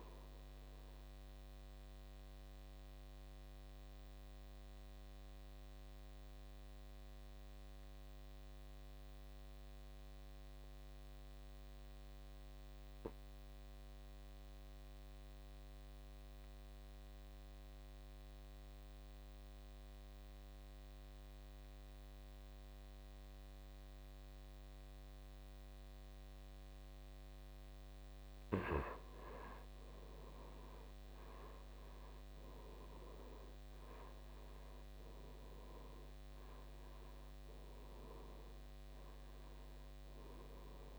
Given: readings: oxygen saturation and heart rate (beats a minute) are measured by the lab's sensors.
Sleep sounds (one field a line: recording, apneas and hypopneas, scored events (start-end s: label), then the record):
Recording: breathing in sleep, hard to hear, by a microphone on the trachea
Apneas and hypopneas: 1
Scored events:
2.00-26.50 s: obstructive apnea (oxygen 99% before, 80% lowest, heart rate 62 before, 57 extreme, up 8 after)
7.50-16.50 s: oxygen desaturation (device-marked, oxygen 95% before, 92% lowest, heart rate 62 before, 59 extreme)
25.50-40.99 s: oxygen desaturation (device-marked, oxygen 96% before, 80% lowest, heart rate 61 before, 46 extreme)
30.00-33.50 s: arousal
From the record:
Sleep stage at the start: N2 (light sleep)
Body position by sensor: on the back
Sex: male